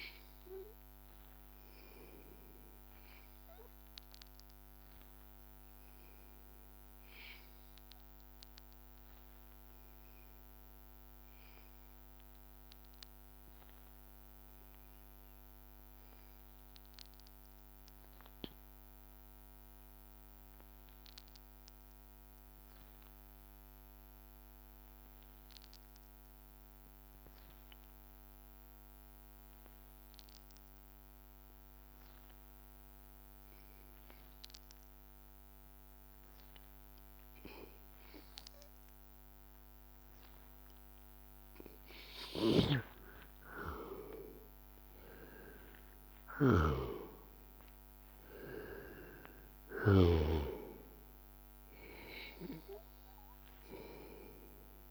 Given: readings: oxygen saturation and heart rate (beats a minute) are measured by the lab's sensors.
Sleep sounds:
breathing in sleep by a microphone on the trachea; 1
0.00-9.50 s: oxygen desaturation (device-marked, oxygen 93% lowest, heart rate 82 extreme)
2.00-34.00 s: hypopnea (oxygen 97% before, 93% lowest, heart rate 84 before, 79 extreme, up 1 after)
29.50-31.50 s: long interval between heartbeats (device-marked, heart rate 82 before, 82 extreme)
39.00-43.50 s: arousal
From the record:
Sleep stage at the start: N2 (light sleep); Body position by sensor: on the back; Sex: male

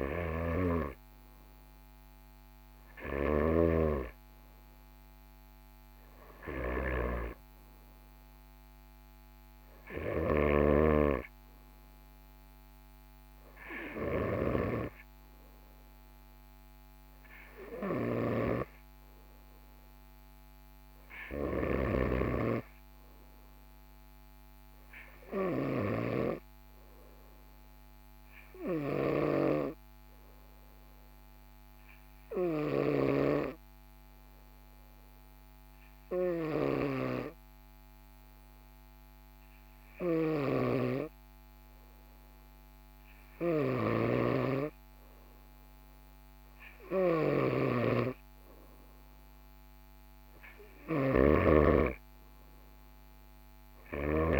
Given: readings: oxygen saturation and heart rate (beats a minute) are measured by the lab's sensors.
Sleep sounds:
breathing in sleep by a microphone on the trachea; 1
0.00-3.50 s: snoring (device-marked)
29.50-41.00 s: obstructive apnea (oxygen 98% before, 95% lowest, heart rate 44 before, 43 extreme, up 2 after)
43.50-46.50 s: arousal
44.00-54.40 s: snoring (device-marked)
From the record:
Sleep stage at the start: N2 (light sleep); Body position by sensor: on the right side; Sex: male

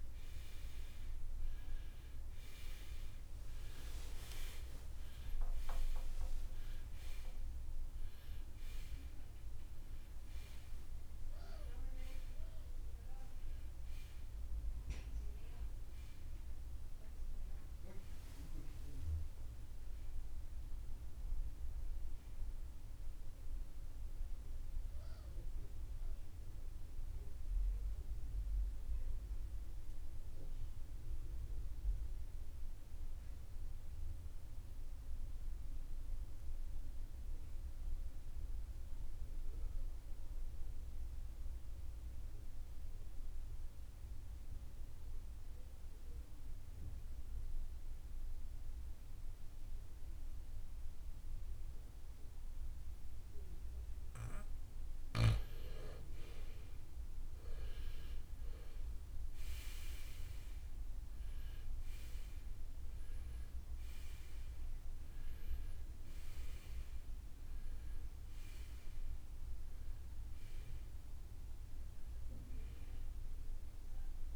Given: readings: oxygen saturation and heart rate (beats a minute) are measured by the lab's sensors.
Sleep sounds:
breathing in sleep by a room microphone; 1
0.00-4.50 s: arousal
0.00-35.50 s: oxygen desaturation (device-marked, oxygen 81% lowest, heart rate 47 extreme)
28.50-55.00 s: obstructive apnea (oxygen 94% before, 82% lowest, heart rate 80 before, 47 extreme, up 25 after)
56.50-60.00 s: arousal
58.50-74.36 s: oxygen desaturation (device-marked, oxygen 96% before, 82% lowest, heart rate 64 before, 54 extreme)
From the record:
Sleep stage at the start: REM sleep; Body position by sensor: on the right side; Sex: male

